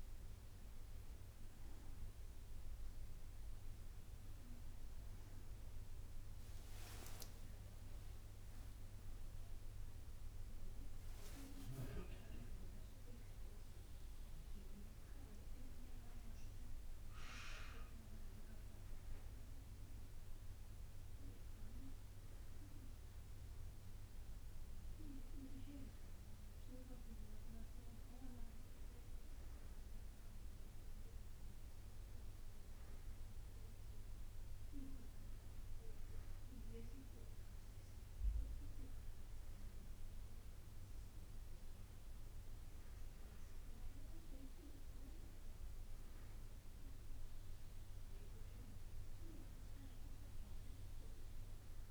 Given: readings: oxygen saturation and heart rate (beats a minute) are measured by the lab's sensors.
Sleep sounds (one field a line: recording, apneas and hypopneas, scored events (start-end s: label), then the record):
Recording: a person awake in a sleep study, by a room microphone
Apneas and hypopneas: none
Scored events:
6.50-13.50 s: tachycardia (device-marked, heart rate 64 before, 157 extreme)
7.50-9.50 s: long interval between heartbeats (device-marked, heart rate 57 before, 85 extreme)
10.00-12.00 s: long interval between heartbeats (device-marked, heart rate 60 before, 109 extreme)
12.00-14.00 s: long interval between heartbeats (device-marked, heart rate 66 before, 128 extreme)
From the record:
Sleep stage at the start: awake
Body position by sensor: on the back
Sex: female